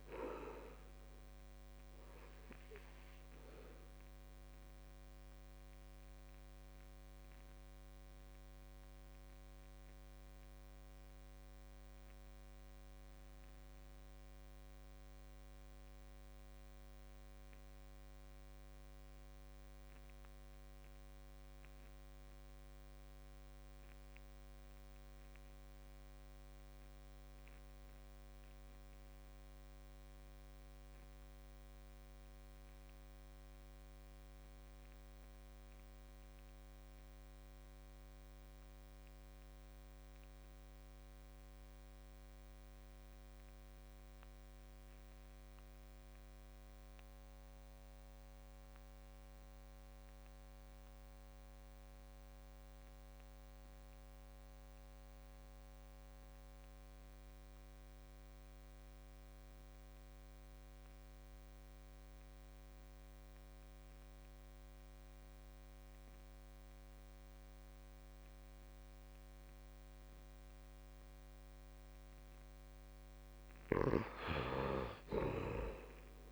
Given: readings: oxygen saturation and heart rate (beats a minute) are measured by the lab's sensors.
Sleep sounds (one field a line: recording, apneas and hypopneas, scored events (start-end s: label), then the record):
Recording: breathing in sleep, hard to hear, by a microphone on the trachea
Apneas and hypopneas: 1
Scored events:
0.00-15.00 s: oxygen desaturation (device-marked, oxygen 74% lowest, heart rate 68 extreme)
7.00-72.00 s: obstructive apnea (oxygen 97% before, 66% lowest, heart rate 79 before, 66 extreme, up 14 after)
31.00-76.32 s: oxygen desaturation (device-marked, oxygen 96% before, 66% lowest, heart rate 69 before, 66 extreme)
49.00-51.00 s: long interval between heartbeats (device-marked, heart rate 69 before, 68 extreme)
75.00-76.32 s: arousal
From the record:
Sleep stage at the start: REM sleep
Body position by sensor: on the back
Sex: male